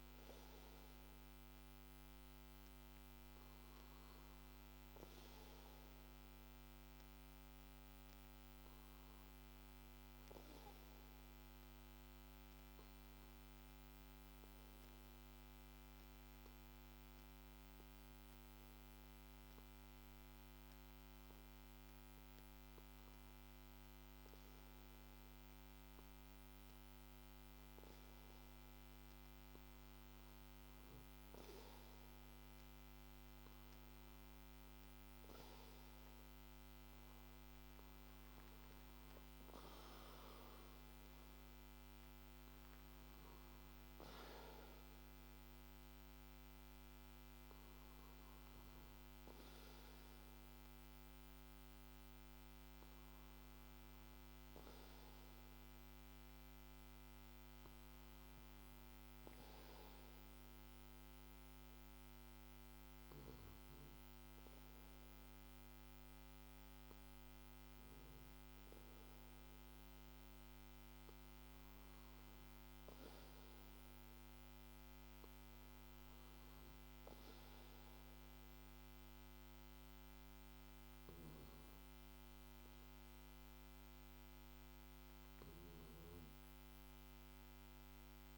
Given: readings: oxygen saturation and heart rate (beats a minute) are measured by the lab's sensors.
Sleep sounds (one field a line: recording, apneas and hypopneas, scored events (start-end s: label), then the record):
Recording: a person awake in a sleep study, hard to hear, by a microphone on the trachea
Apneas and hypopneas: none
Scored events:
86.00-88.38 s: new sleep stage, N1 (lightest sleep)
From the record:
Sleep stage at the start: awake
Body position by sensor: on the back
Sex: male